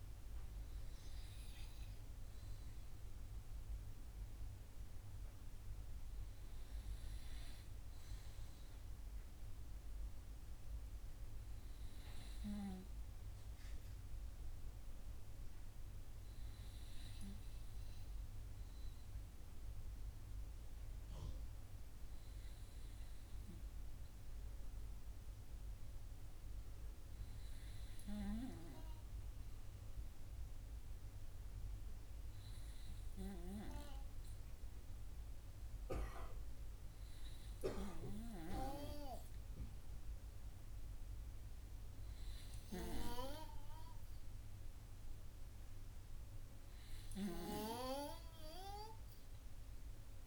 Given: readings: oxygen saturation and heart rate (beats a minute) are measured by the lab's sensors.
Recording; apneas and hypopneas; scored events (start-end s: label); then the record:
breathing in sleep by a room microphone; none
none scored
From the record:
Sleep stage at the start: N2 (light sleep); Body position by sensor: on the right side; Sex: male